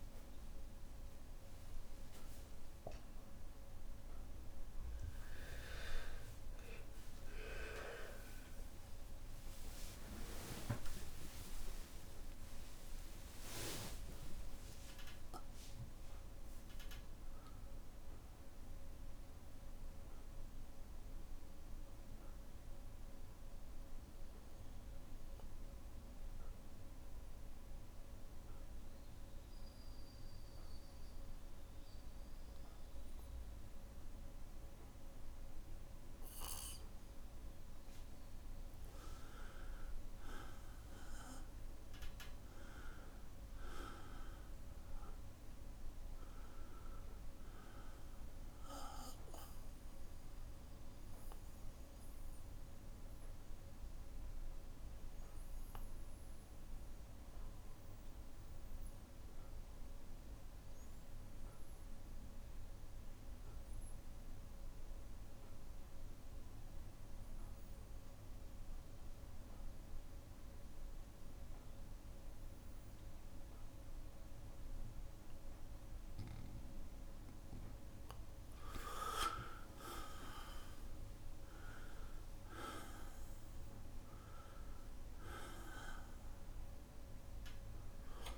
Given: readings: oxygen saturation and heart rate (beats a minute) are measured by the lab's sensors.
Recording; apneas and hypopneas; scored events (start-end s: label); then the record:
breathing in sleep by a room microphone; 2
3.00-63.00 s: new sleep stage, N1 (lightest sleep)
8.00-13.00 s: arousal
11.00-13.00 s: long interval between heartbeats (device-marked, heart rate 67 before, 75 extreme)
13.50-15.50 s: long interval between heartbeats (device-marked, heart rate 68 before, 82 extreme)
22.00-38.00 s: mixed apnea (oxygen 100% before, 92% lowest, heart rate 71 before, 58 extreme, up 4 after)
40.00-62.00 s: oxygen desaturation (device-marked, oxygen 99% before, 95% lowest, heart rate 63 before, 58 extreme)
40.50-45.00 s: arousal
51.50-75.50 s: obstructive apnea (oxygen 99% before, 92% lowest, heart rate 62 before, 58 extreme, up 4 after)
53.00-62.00 s: bradycardia (device-marked, heart rate 64 before, 58 extreme)
63.00-88.38 s: new sleep stage, N2 (light sleep)
75.00-88.38 s: oxygen desaturation (device-marked, oxygen 99% before, 92% lowest, heart rate 59 before, 58 extreme)
78.50-83.50 s: arousal
From the record:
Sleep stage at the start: N2 (light sleep); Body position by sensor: on the back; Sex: male